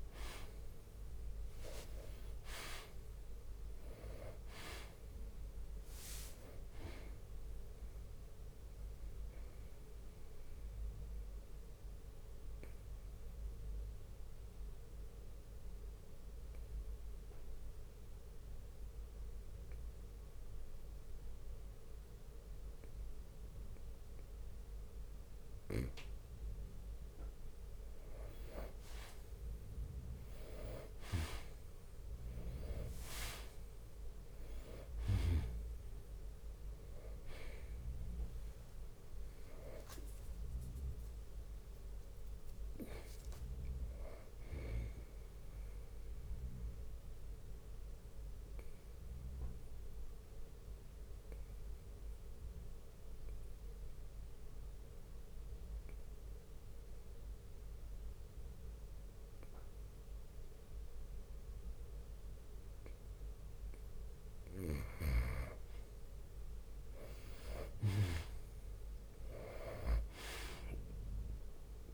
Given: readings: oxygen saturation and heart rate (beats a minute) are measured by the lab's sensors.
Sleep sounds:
breathing in sleep by a room microphone; 2
0.00-5.00 s: arousal
2.00-14.00 s: drop in pulse transit time (device-marked, heart rate 62 before, 63 extreme)
3.00-27.00 s: oxygen desaturation (device-marked, oxygen 97% before, 90% lowest, heart rate 61 before, 58 extreme)
9.50-26.00 s: obstructive apnea (oxygen 97% before, 90% lowest, heart rate 62 before, 58 extreme, up 8 after)
14.00-24.00 s: bradycardia (device-marked, heart rate 66 before, 58 extreme)
29.00-34.50 s: arousal
31.00-45.00 s: drop in pulse transit time (device-marked, heart rate 61 before, 64 extreme)
34.00-58.00 s: oxygen desaturation (device-marked, oxygen 97% before, 90% lowest, heart rate 61 before, 56 extreme)
35.50-37.50 s: long interval between heartbeats (device-marked, heart rate 61 before, 68 extreme)
44.50-64.00 s: obstructive apnea (oxygen 97% before, 88% lowest, heart rate 65 before, 56 extreme, up 10 after)
51.00-61.00 s: bradycardia (device-marked, heart rate 66 before, 56 extreme)
67.00-71.50 s: arousal
68.00-71.94 s: drop in pulse transit time (device-marked, heart rate 60 before, 62 extreme)
69.00-71.94 s: oxygen desaturation (device-marked, oxygen 97% before, 88% lowest, heart rate 60 before, 56 extreme)
From the record:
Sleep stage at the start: N2 (light sleep); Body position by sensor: on the back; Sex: male

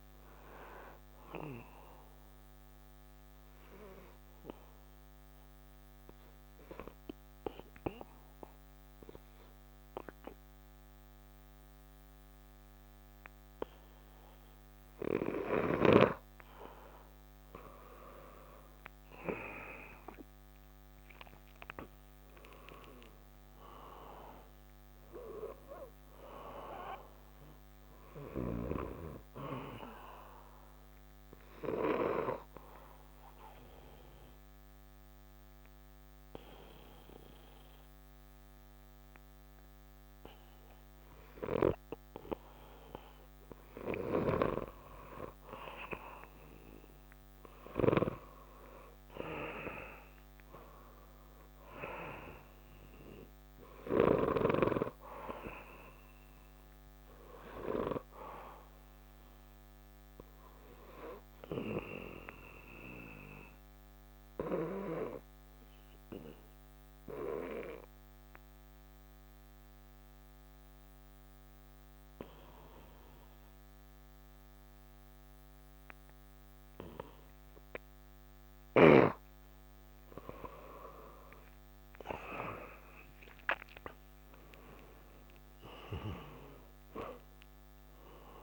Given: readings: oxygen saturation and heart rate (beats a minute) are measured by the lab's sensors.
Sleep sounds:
breathing in sleep by a microphone on the trachea; 3
0.00-16.00 s: oxygen desaturation (device-marked, oxygen 83% lowest, heart rate 65 extreme)
1.50-17.50 s: obstructive apnea (oxygen 97% before, 83% lowest, heart rate 87 before, 65 extreme, up 4 after)
19.50-23.00 s: arousal
25.00-39.00 s: oxygen desaturation (device-marked, oxygen 97% before, 89% lowest, heart rate 68 before, 66 extreme)
31.50-46.00 s: obstructive apnea (oxygen 97% before, 85% lowest, heart rate 68 before, 66 extreme, up 1 after)
47.50-51.00 s: arousal
49.00-68.00 s: oxygen desaturation (device-marked, oxygen 96% before, 89% lowest, heart rate 68 before, 66 extreme)
55.00-80.00 s: obstructive apnea (oxygen 96% before, 85% lowest, heart rate 68 before, 66 extreme, up 14 after)
81.00-88.43 s: oxygen desaturation (device-marked, oxygen 96% before, 85% lowest, heart rate 68 before, 64 extreme)
82.00-86.00 s: arousal
From the record:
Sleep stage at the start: N2 (light sleep); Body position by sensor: on the back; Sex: male

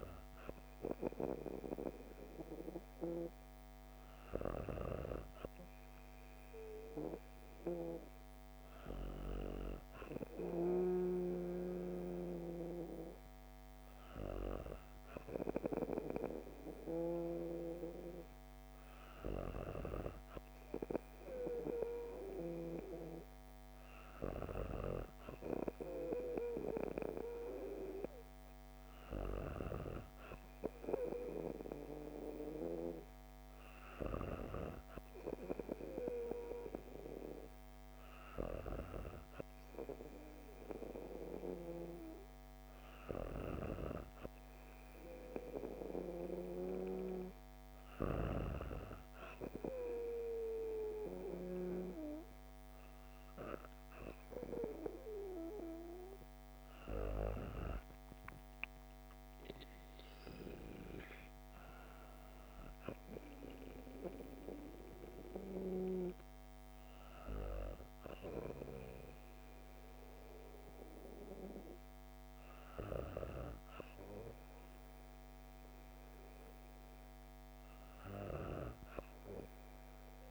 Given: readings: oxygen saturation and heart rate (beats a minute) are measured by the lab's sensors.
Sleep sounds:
breathing in sleep by a microphone on the trachea; none
43.00-48.50 s: snoring (device-marked)
From the record:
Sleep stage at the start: N2 (light sleep); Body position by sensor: on the back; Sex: female

